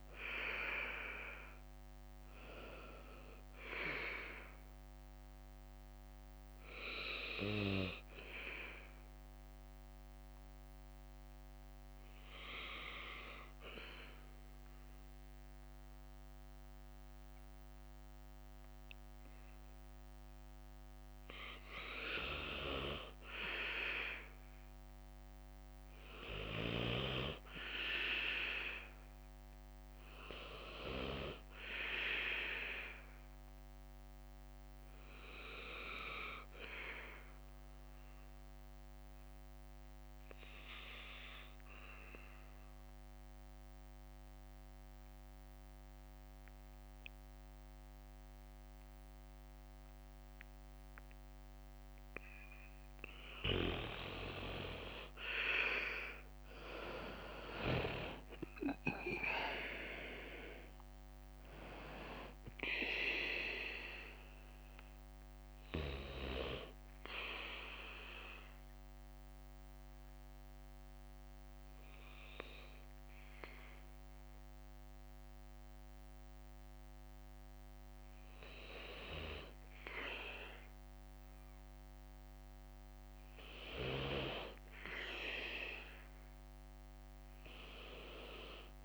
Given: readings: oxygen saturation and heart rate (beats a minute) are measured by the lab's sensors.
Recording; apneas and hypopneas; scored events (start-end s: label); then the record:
breathing in sleep by a microphone on the trachea; 3
0.00-1.00 s: arousal
0.00-13.00 s: drop in pulse transit time (device-marked, heart rate 55 extreme)
0.00-29.00 s: oxygen desaturation (device-marked, oxygen 89% lowest, heart rate 55 extreme)
5.00-15.00 s: bradycardia (device-marked, heart rate 61 before, 55 extreme)
7.00-21.00 s: obstructive apnea (oxygen 96% before, 89% lowest, heart rate 62 before, 56 extreme, up 5 after)
25.50-29.50 s: arousal
29.00-40.00 s: bradycardia (device-marked, heart rate 61 before, 56 extreme)
34.00-52.00 s: obstructive apnea (oxygen 97% before, 89% lowest, heart rate 60 before, 56 extreme, up 7 after)
39.00-49.00 s: oxygen desaturation (device-marked, oxygen 97% before, 92% lowest, heart rate 59 before, 56 extreme)
49.00-52.00 s: bradycardia (device-marked, heart rate 61 before, 60 extreme)
56.00-71.00 s: oxygen desaturation (device-marked, oxygen 96% before, 92% lowest, heart rate 59 before, 56 extreme)
56.00-73.00 s: drop in pulse transit time (device-marked, heart rate 59 before, 56 extreme)
57.00-60.50 s: arousal
65.00-78.00 s: bradycardia (device-marked, heart rate 61 before, 56 extreme)
66.50-78.50 s: mixed apnea (oxygen 96% before, 89% lowest, heart rate 63 before, 56 extreme, up 5 after)
83.00-88.85 s: oxygen desaturation (device-marked, oxygen 93% before, 89% lowest, heart rate 60 before, 59 extreme)
86.00-88.85 s: arousal
From the record:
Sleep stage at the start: N2 (light sleep); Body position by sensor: on the right side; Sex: male